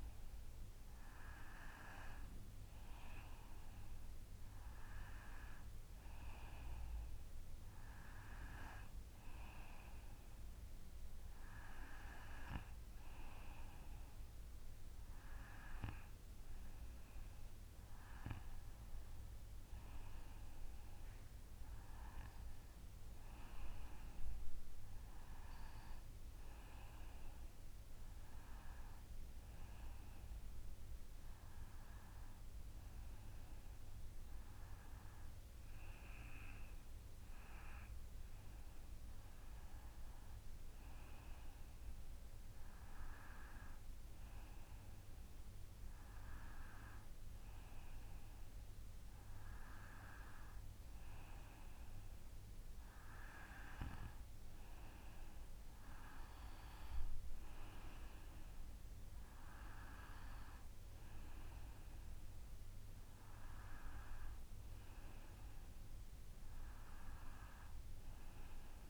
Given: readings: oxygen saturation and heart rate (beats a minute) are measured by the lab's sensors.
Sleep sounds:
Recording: breathing in sleep by a room microphone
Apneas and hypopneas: none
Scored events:
none scored
From the record:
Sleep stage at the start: N2 (light sleep)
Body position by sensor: on the back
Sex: female

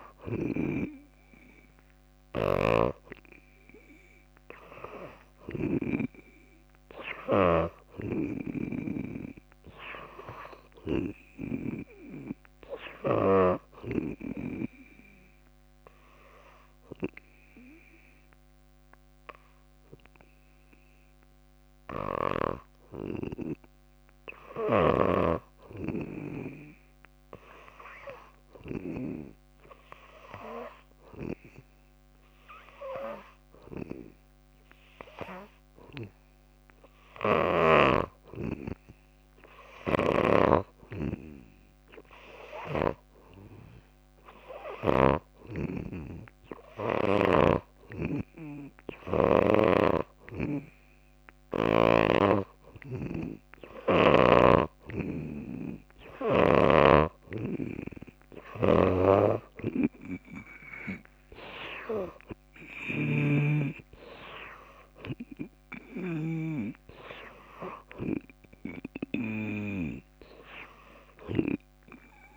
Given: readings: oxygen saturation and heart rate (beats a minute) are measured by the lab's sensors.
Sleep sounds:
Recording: breathing in sleep by a microphone on the trachea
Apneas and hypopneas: 1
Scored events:
1.00-14.00 s: drop in pulse transit time (device-marked, heart rate 60 before, 59 extreme)
1.00-18.00 s: oxygen desaturation (device-marked, oxygen 98% before, 87% lowest, heart rate 60 before, 58 extreme)
2.50-6.00 s: snoring (device-marked)
5.00-7.00 s: long interval between heartbeats (device-marked, heart rate 62 before, 70 extreme)
15.00-55.50 s: hypopnea (oxygen 98% before, 83% lowest, heart rate 66 before, 61 extreme, up 2 after)
33.00-72.37 s: oxygen desaturation (device-marked, oxygen 95% before, 85% lowest, heart rate 61 before, 65 extreme)
37.00-51.00 s: drop in pulse transit time (device-marked, heart rate 62 before, 64 extreme)
40.00-49.50 s: snoring (device-marked)
59.50-63.50 s: arousal
63.00-66.50 s: snoring (device-marked)
From the record:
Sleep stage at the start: N2 (light sleep)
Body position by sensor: on the back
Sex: female

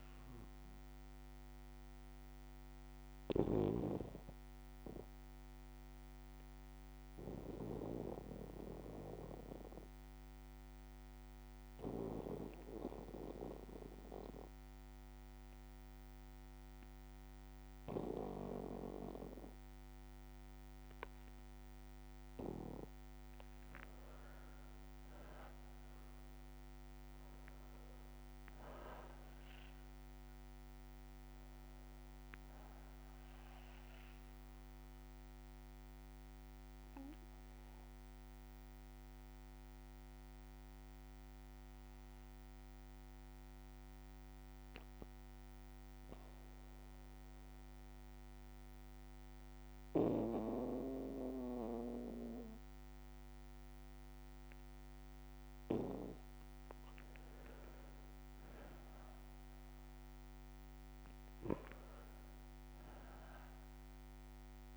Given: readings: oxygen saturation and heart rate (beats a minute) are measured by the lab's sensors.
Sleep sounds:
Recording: breathing in sleep by a microphone on the trachea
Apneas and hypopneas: 2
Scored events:
1.50-18.50 s: bradycardia (device-marked, heart rate 64 before, 58 extreme)
4.50-21.50 s: obstructive apnea (oxygen 98% before, 92% lowest, heart rate 60 before, 57 extreme, up 5 after)
20.50-46.50 s: oxygen desaturation (device-marked, oxygen 98% before, 92% lowest, heart rate 59 before, 57 extreme)
24.00-28.00 s: arousal
34.50-53.50 s: bradycardia (device-marked, heart rate 64 before, 57 extreme)
36.50-56.00 s: obstructive apnea (oxygen 98% before, 92% lowest, heart rate 61 before, 57 extreme, up 5 after)
57.00-61.50 s: arousal
From the record:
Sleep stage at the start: N2 (light sleep)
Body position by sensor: on the back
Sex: male

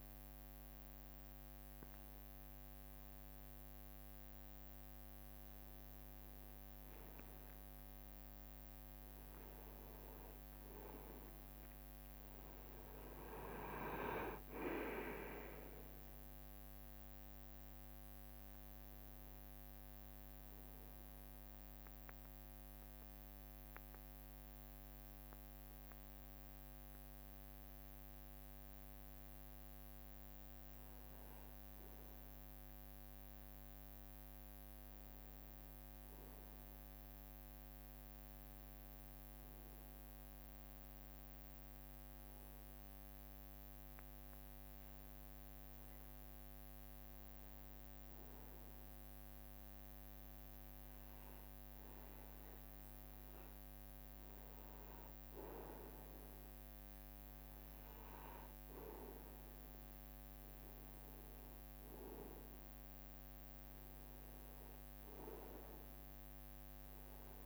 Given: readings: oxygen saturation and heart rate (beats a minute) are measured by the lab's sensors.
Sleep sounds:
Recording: breathing in sleep by a microphone on the trachea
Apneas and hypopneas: 1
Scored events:
16.50-29.50 s: drop in pulse transit time (device-marked, heart rate 71 before, 62 extreme)
17.50-40.50 s: oxygen desaturation (device-marked, oxygen 96% before, 92% lowest, heart rate 71 before, 62 extreme)
30.50-34.50 s: arousal
38.00-54.00 s: hypopnea (oxygen 96% before, 92% lowest, heart rate 67 before, 68 extreme, up 11 after)
53.50-67.46 s: oxygen desaturation (device-marked, oxygen 98% before, 92% lowest, heart rate 68 before, 69 extreme)
56.00-60.00 s: arousal
60.50-62.50 s: long interval between heartbeats (device-marked, heart rate 69 before, 79 extreme)
65.50-67.46 s: leg movement (device-marked)
From the record:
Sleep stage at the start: N1 (lightest sleep)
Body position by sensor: on the right side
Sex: male

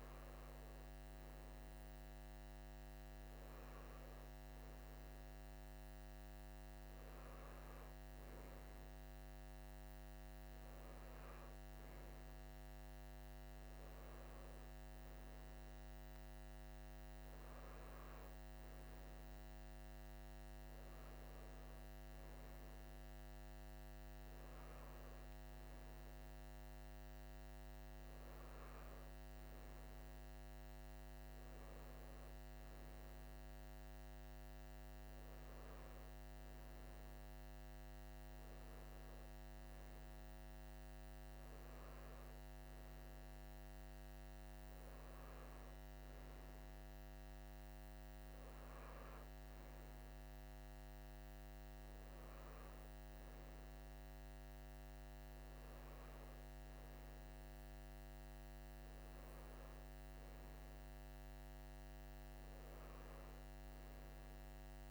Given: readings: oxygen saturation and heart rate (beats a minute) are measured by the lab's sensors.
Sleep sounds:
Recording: breathing in sleep, hard to hear, by a microphone on the trachea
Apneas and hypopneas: none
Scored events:
10.00-64.91 s: new sleep stage, N3 (deep sleep)
From the record:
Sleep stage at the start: N2 (light sleep)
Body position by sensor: on the right side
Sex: male

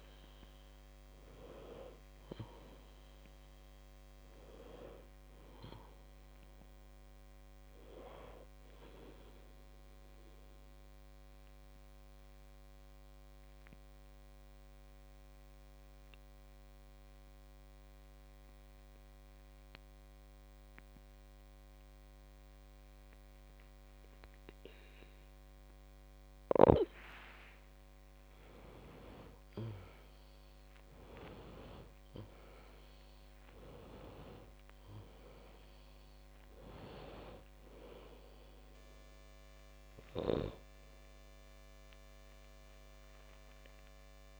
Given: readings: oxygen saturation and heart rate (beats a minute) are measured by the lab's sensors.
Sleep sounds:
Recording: breathing in sleep by a microphone on the trachea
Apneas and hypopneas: 1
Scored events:
0.50-18.50 s: oxygen desaturation (device-marked, oxygen 97% before, 91% lowest, heart rate 61 before, 49 extreme)
11.00-27.50 s: obstructive apnea (oxygen 98% before, 91% lowest, heart rate 64 before, 50 extreme, up 22 after)
29.00-33.50 s: arousal
33.50-44.40 s: oxygen desaturation (device-marked, oxygen 98% before, 93% lowest, heart rate 56 before, 50 extreme)
From the record:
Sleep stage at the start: N2 (light sleep)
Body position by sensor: on the back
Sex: female

